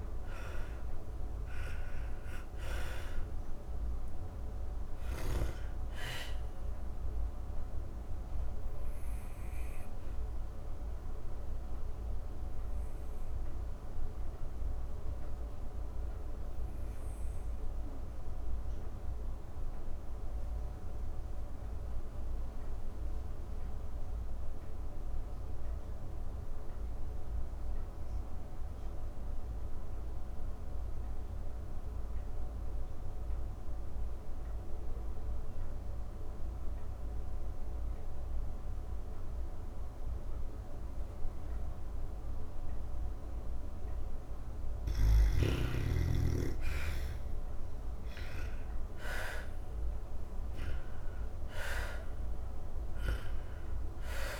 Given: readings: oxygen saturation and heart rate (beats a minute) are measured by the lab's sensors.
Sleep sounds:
breathing in sleep by a room microphone; 1
0.00-1.00 s: arousal
0.00-22.50 s: oxygen desaturation (device-marked, oxygen 78% lowest)
5.50-42.50 s: obstructive apnea (oxygen 98% before, 78% lowest)
38.50-54.40 s: oxygen desaturation (device-marked, oxygen 100% before, 78% lowest)
46.00-51.00 s: arousal
From the record:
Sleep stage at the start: N2 (light sleep); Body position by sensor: on the back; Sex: female

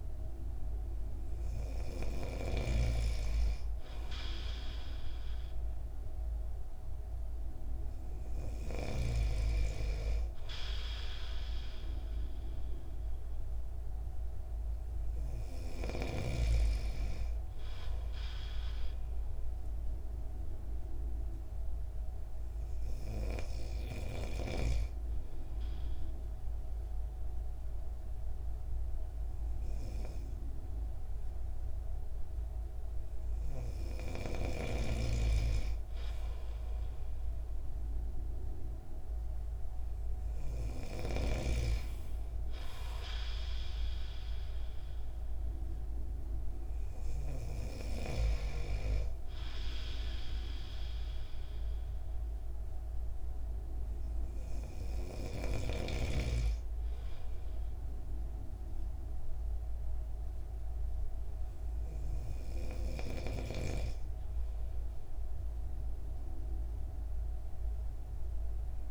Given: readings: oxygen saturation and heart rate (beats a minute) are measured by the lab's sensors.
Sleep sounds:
breathing in sleep by a room microphone; none
0.00-1.00 s: arousal
2.50-9.00 s: snoring (device-marked)
From the record:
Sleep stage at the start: N2 (light sleep); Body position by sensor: on the right side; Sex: male

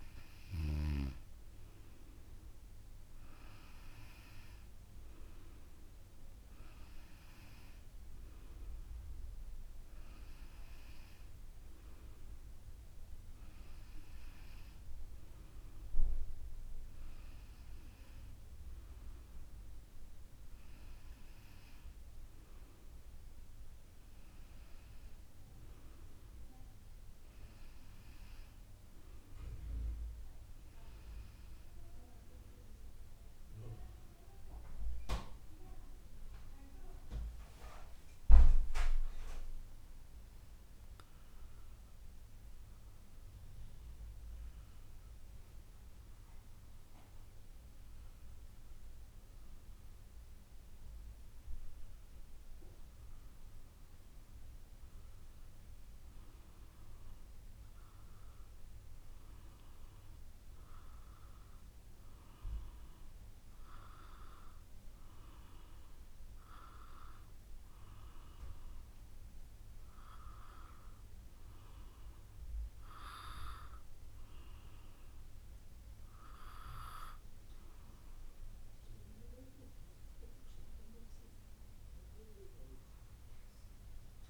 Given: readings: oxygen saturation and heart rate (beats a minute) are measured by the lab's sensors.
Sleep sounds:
breathing in sleep by a room microphone; none
39.00-44.00 s: arousal
From the record:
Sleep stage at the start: N2 (light sleep); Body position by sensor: on the back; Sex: female

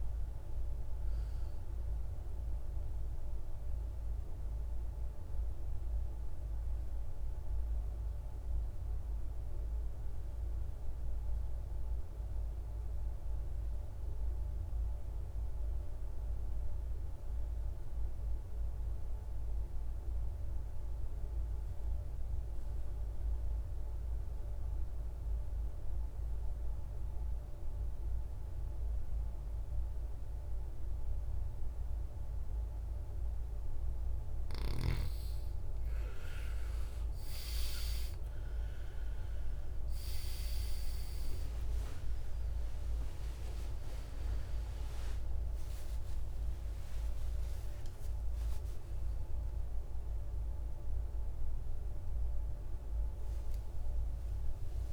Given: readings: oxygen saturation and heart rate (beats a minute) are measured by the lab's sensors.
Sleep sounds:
breathing in sleep, hard to hear, by a room microphone; 1
0.00-12.00 s: oxygen desaturation (device-marked, oxygen 81% lowest, heart rate 51 extreme)
3.00-34.50 s: obstructive apnea (oxygen 99% before, 81% lowest, heart rate 69 before, 51 extreme, up 21 after)
30.00-54.93 s: oxygen desaturation (device-marked, oxygen 99% before, 82% lowest, heart rate 53 before, 50 extreme)
36.00-40.00 s: arousal
From the record:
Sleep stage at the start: N2 (light sleep); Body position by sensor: on the back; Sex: male

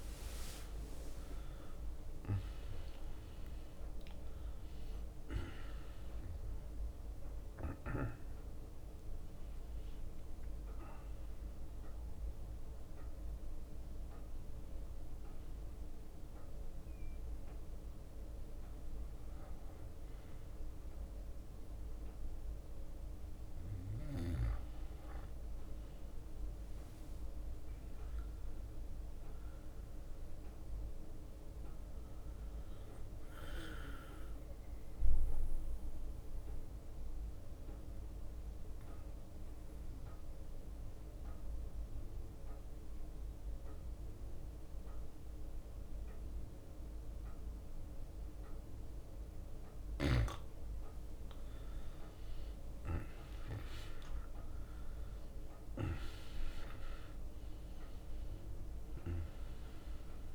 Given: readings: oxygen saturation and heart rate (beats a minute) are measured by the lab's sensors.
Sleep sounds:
breathing in sleep by a room microphone; 1
0.00-1.50 s: arousal
0.00-1.50 s: tachycardia (device-marked, heart rate 108 extreme)
0.00-5.50 s: leg movement (device-marked)
0.00-6.50 s: drop in pulse transit time (device-marked, heart rate 56 extreme)
0.00-17.50 s: oxygen desaturation (device-marked, oxygen 94% lowest, heart rate 56 extreme)
17.50-27.50 s: bradycardia (device-marked, heart rate 61 before, 56 extreme)
22.50-53.50 s: drop in pulse transit time (device-marked, heart rate 72 before, 56 extreme)
26.00-30.00 s: leg movement (device-marked)
26.50-30.50 s: arousal
31.50-50.50 s: bradycardia (device-marked, heart rate 61 before, 56 extreme)
33.50-49.50 s: mixed apnea (oxygen 99% before, 91% lowest, heart rate 60 before, 57 extreme, up 8 after)
50.50-55.50 s: leg movement (device-marked)
50.50-60.34 s: oxygen desaturation (device-marked, oxygen 97% before, 91% lowest, heart rate 58 before, 57 extreme)
51.50-58.00 s: arousal
From the record:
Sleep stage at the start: N2 (light sleep); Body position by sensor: on the back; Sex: male

